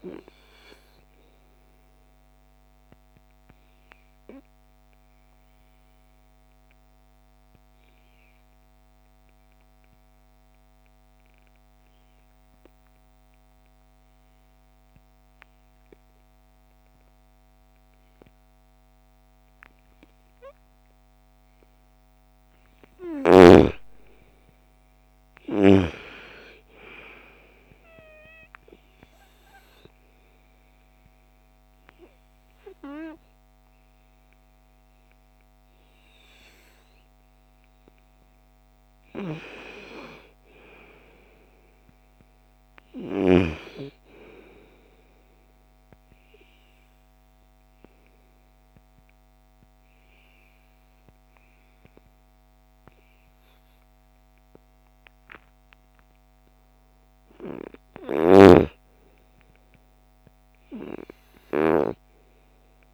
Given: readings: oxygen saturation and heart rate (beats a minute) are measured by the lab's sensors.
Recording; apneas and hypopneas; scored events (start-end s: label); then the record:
breathing in sleep by a microphone on the trachea; 2
0.00-18.50 s: oxygen desaturation (device-marked, oxygen 82% lowest, heart rate 39 extreme)
1.00-21.50 s: obstructive apnea (oxygen 98% before, 82% lowest, heart rate 57 before, 39 extreme, up 21 after)
24.00-28.00 s: arousal
24.50-43.50 s: oxygen desaturation (device-marked, oxygen 98% before, 88% lowest, heart rate 53 before, 54 extreme)
44.50-55.50 s: obstructive apnea (oxygen 98% before, 85% lowest, heart rate 62 before, 47 extreme, up 3 after)
59.00-62.94 s: arousal
From the record:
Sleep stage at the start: N2 (light sleep); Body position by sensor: on the right side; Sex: female